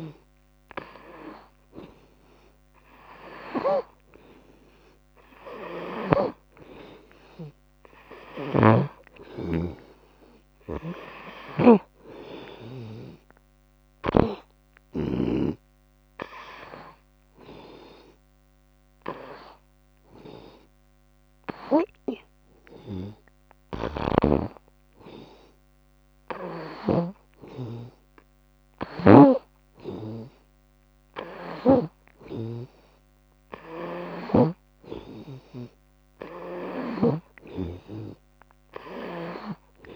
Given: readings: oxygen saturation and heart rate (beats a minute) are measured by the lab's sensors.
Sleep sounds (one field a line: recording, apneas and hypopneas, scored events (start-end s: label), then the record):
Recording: breathing in sleep by a microphone on the trachea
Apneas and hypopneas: 1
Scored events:
0.00-6.50 s: oxygen desaturation (device-marked, oxygen 87% lowest, heart rate 72 extreme)
8.50-12.00 s: snoring (device-marked)
18.00-31.00 s: hypopnea (oxygen 92% before, 85% lowest, heart rate 77 before, 72 extreme, up 14 after)
24.00-32.00 s: snoring (device-marked)
32.00-34.00 s: long interval between heartbeats (device-marked, heart rate 76 before, 83 extreme)
33.50-37.00 s: arousal
34.00-39.96 s: snoring (device-marked)
36.50-39.96 s: oxygen desaturation (device-marked, oxygen 92% before, 85% lowest, heart rate 76 before, 74 extreme)
From the record:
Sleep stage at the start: N2 (light sleep)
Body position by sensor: on the right side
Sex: female